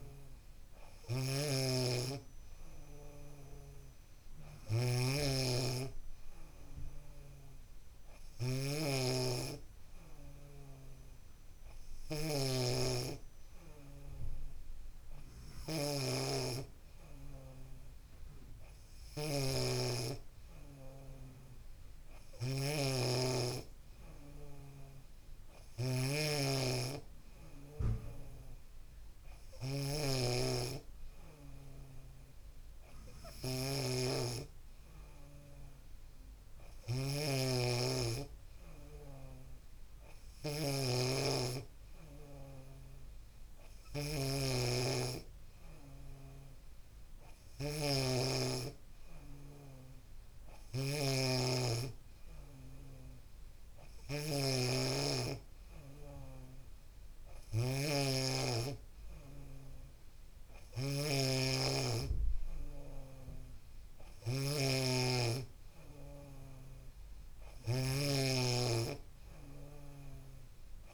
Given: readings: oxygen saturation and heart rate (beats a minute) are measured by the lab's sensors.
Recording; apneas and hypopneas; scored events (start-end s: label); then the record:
a person awake in a sleep study, by a room microphone; none
30.00-70.94 s: new sleep stage, awake
35.50-37.50 s: long interval between heartbeats (device-marked, heart rate 72 before, 81 extreme)
57.50-59.50 s: long interval between heartbeats (device-marked, heart rate 78 before, 82 extreme)
61.00-70.94 s: snoring (device-marked)
From the record:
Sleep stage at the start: N2 (light sleep); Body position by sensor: on the back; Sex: female